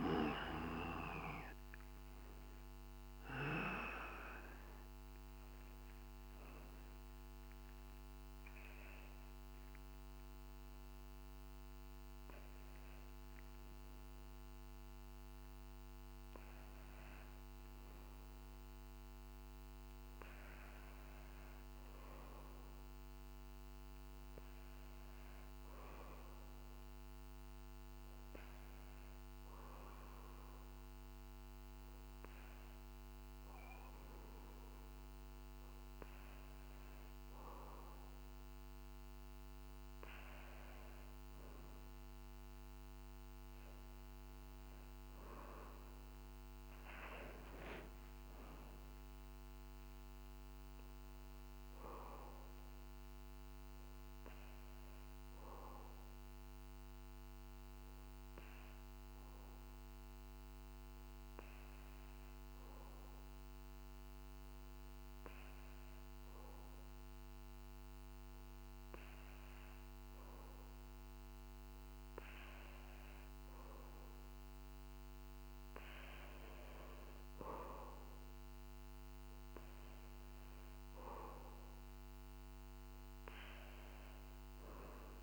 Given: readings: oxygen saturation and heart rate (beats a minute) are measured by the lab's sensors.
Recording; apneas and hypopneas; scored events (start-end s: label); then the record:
breathing in sleep by a microphone on the trachea; 2
25.50-39.00 s: hypopnea (oxygen 98% before, 94% lowest, heart rate 53 before, 49 extreme, up 1 after)
43.00-47.50 s: arousal
53.50-71.50 s: hypopnea (oxygen 97% before, 93% lowest, heart rate 51 before, 49 extreme, up 5 after)
76.00-80.00 s: arousal
From the record:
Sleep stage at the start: N2 (light sleep); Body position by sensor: on the back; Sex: male